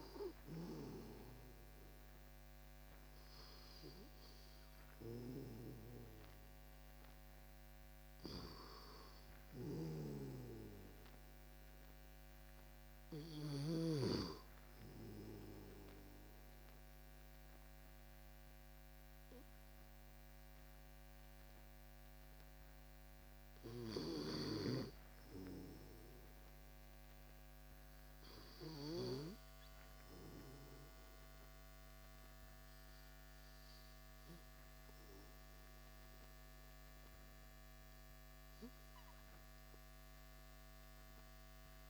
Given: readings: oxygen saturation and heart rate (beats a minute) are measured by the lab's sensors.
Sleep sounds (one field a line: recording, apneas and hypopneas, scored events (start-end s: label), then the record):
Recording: breathing in sleep by a microphone on the trachea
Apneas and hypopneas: 1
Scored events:
0.00-1.00 s: arousal
10.50-20.50 s: oxygen desaturation (device-marked, oxygen 97% before, 94% lowest, heart rate 30 before, 27 extreme)
14.50-25.50 s: obstructive apnea (oxygen 98% before, 92% lowest)
27.50-31.50 s: arousal
31.50-41.90 s: new sleep stage, N2 (light sleep)
From the record:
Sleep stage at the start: REM sleep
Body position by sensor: on the back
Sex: male